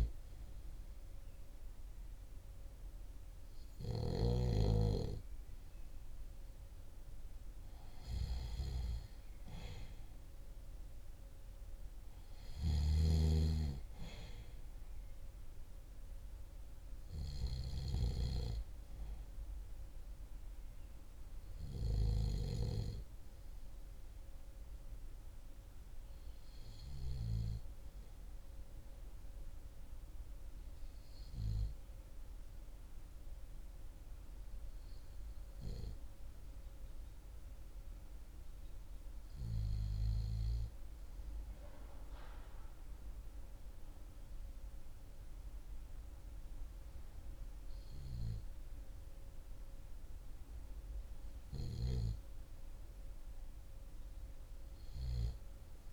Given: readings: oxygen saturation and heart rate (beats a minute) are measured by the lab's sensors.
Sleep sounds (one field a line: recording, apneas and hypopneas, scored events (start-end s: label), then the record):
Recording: breathing in sleep by a room microphone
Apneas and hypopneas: 1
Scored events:
0.00-3.50 s: snoring (device-marked)
1.50-16.50 s: oxygen desaturation (device-marked, oxygen 94% before, 91% lowest, heart rate 41 before, 42 extreme)
11.50-21.50 s: snoring (device-marked)
30.50-51.50 s: hypopnea (oxygen 93% before, 88% lowest, heart rate 45 before, 42 extreme, up 1 after)
38.50-55.93 s: oxygen desaturation (device-marked, oxygen 92% before, 88% lowest, heart rate 44 before, 41 extreme)
From the record:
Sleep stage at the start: REM sleep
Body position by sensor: on the back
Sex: male